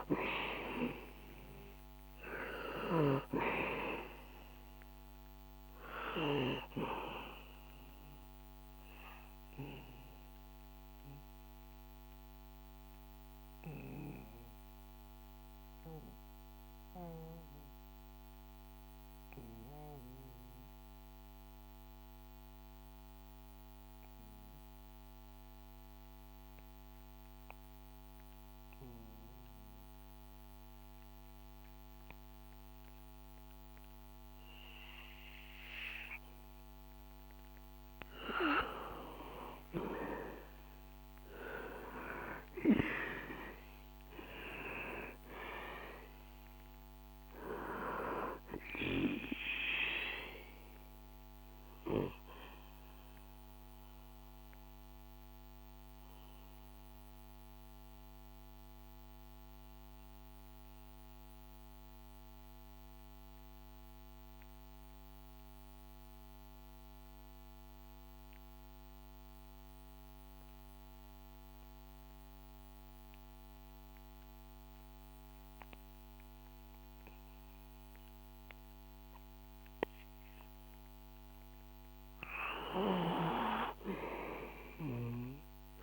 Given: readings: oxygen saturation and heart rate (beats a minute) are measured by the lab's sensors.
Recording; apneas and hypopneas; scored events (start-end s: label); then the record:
breathing in sleep by a microphone on the trachea; 2
0.00-1.50 s: arousal
0.00-23.00 s: oxygen desaturation (device-marked, oxygen 90% lowest, heart rate 61 extreme)
8.00-37.50 s: mixed apnea (oxygen 99% before, 90% lowest, heart rate 64 before, 61 extreme, up 6 after)
35.00-67.00 s: oxygen desaturation (device-marked, oxygen 98% before, 90% lowest, heart rate 62 before, 61 extreme)
40.50-44.50 s: arousal
52.50-81.50 s: mixed apnea (oxygen 98% before, 90% lowest, heart rate 67 before, 59 extreme, up 5 after)
82.00-85.82 s: oxygen desaturation (device-marked, oxygen 98% before, 90% lowest, heart rate 62 before, 59 extreme)
82.00-85.82 s: snoring (device-marked)
83.50-85.82 s: arousal
From the record:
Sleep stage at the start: N2 (light sleep); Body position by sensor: on the back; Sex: male